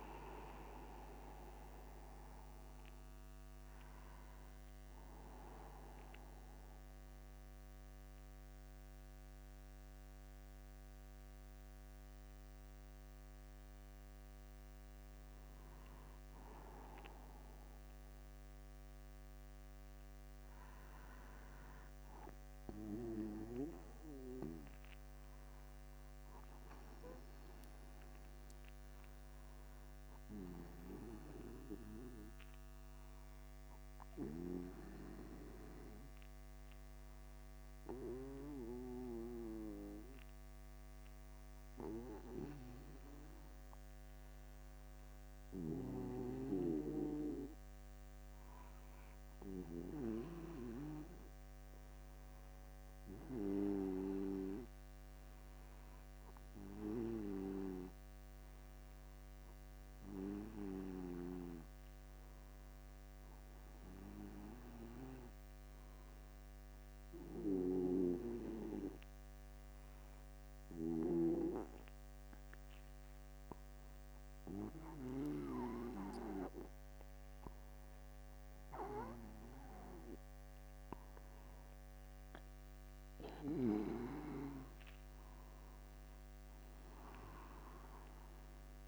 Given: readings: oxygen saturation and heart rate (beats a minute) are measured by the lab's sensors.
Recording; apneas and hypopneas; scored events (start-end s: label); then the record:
breathing in sleep by a microphone on the trachea; 1
6.00-16.00 s: central apnea (oxygen 97% before, 94% lowest, heart rate 55 before, 54 extreme, up 0 after)
18.50-23.50 s: arousal
From the record:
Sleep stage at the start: N1 (lightest sleep); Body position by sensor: upright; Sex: male